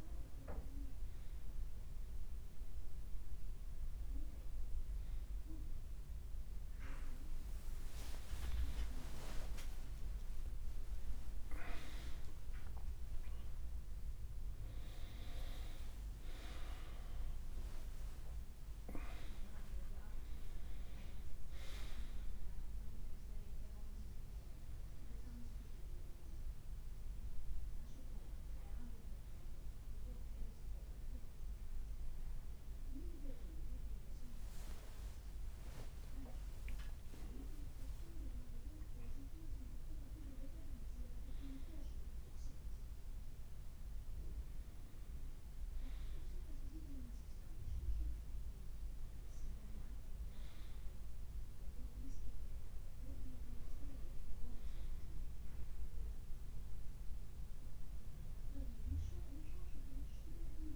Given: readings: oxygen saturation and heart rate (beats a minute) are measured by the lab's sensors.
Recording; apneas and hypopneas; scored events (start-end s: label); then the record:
breathing in sleep by a room microphone; none
0.00-2.00 s: oxygen desaturation (device-marked, oxygen 94% lowest, heart rate 57 extreme)
6.00-13.00 s: leg movement (device-marked)
8.00-12.50 s: arousal
14.50-20.00 s: leg movement (device-marked)
20.00-31.00 s: oxygen desaturation (device-marked, oxygen 96% before, 93% lowest, heart rate 65 before, 58 extreme)
33.00-38.50 s: leg movement (device-marked)
36.50-41.00 s: arousal
From the record:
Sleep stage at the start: N2 (light sleep); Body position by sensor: on the right side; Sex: male